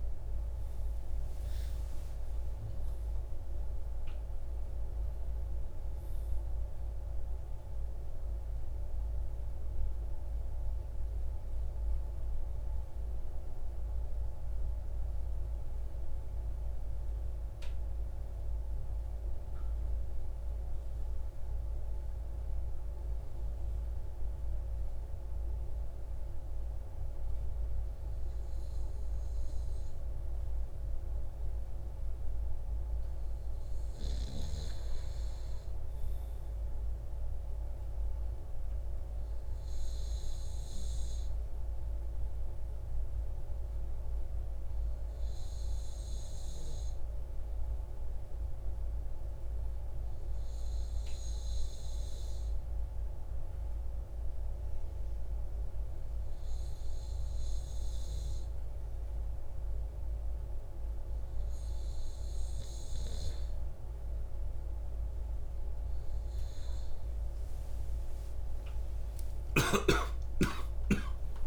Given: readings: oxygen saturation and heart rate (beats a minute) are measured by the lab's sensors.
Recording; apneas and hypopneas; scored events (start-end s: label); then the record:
breathing in sleep, hard to hear, by a room microphone; 1
0.00-3.50 s: arousal
6.50-22.00 s: central apnea (oxygen 98% before, 95% lowest, heart rate 137 before, 97 extreme, up 42 after)
23.50-27.00 s: arousal
From the record:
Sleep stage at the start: N2 (light sleep); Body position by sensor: on the right side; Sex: male